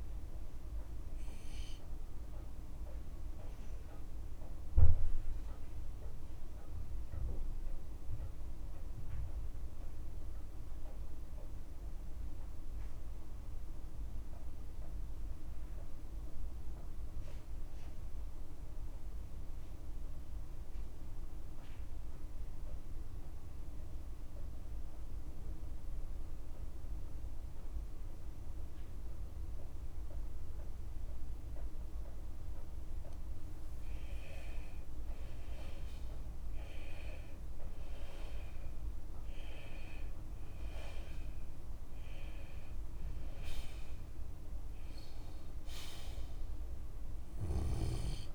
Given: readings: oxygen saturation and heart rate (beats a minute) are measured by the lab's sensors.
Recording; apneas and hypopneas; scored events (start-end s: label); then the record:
breathing in sleep, hard to hear, by a room microphone; 1
0.00-15.50 s: oxygen desaturation (device-marked, oxygen 83% lowest, heart rate 37 extreme)
1.50-3.50 s: long interval between heartbeats (device-marked, heart rate 50 before, 91 extreme)
2.00-34.00 s: mixed apnea (oxygen 91% before, 83% lowest, heart rate 50 before, 51 extreme, up 3 after)
33.50-48.35 s: oxygen desaturation (device-marked, oxygen 98% before, 87% lowest, heart rate 55 before, 51 extreme)
35.50-40.00 s: arousal
From the record:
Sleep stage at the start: N2 (light sleep); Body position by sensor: on the left side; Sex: male